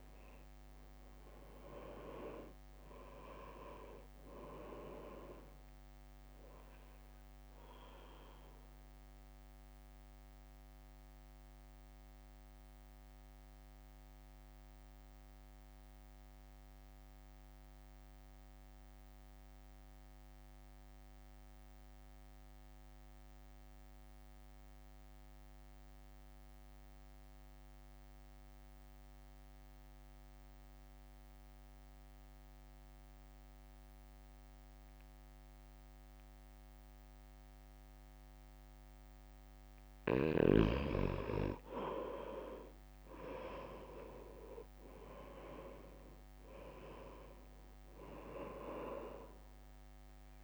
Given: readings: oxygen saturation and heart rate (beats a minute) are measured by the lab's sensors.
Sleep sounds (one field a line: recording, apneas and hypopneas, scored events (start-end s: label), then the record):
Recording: breathing in sleep by a microphone on the trachea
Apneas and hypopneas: 1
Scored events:
0.00-2.00 s: arousal
0.00-10.50 s: drop in pulse transit time (device-marked, heart rate 54 extreme)
0.00-27.50 s: oxygen desaturation (device-marked, oxygen 87% lowest, heart rate 50 extreme)
9.00-39.00 s: mixed apnea (oxygen 98% before, 87% lowest, heart rate 58 before, 50 extreme, up 4 after)
39.50-42.50 s: arousal
42.50-50.44 s: drop in pulse transit time (device-marked, heart rate 59 before, 50 extreme)
42.50-50.44 s: oxygen desaturation (device-marked, oxygen 98% before, 92% lowest, heart rate 59 before, 50 extreme)
From the record:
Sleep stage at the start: N2 (light sleep)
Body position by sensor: on the right side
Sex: male